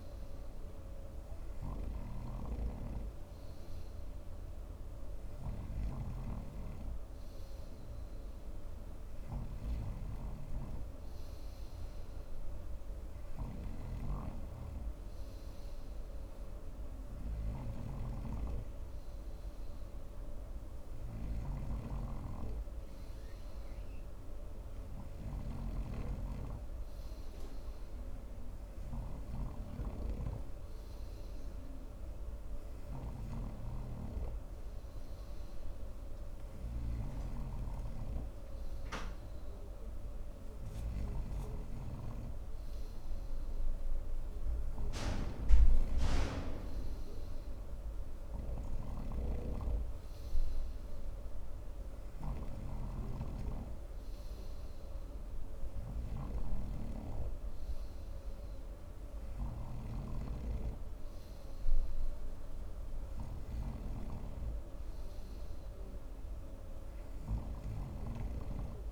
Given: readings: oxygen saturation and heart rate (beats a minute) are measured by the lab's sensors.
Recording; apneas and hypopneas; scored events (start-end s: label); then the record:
breathing in sleep by a room microphone; none
0.00-68.92 s: snoring (device-marked)
From the record:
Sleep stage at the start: N3 (deep sleep); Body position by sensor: on the front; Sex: male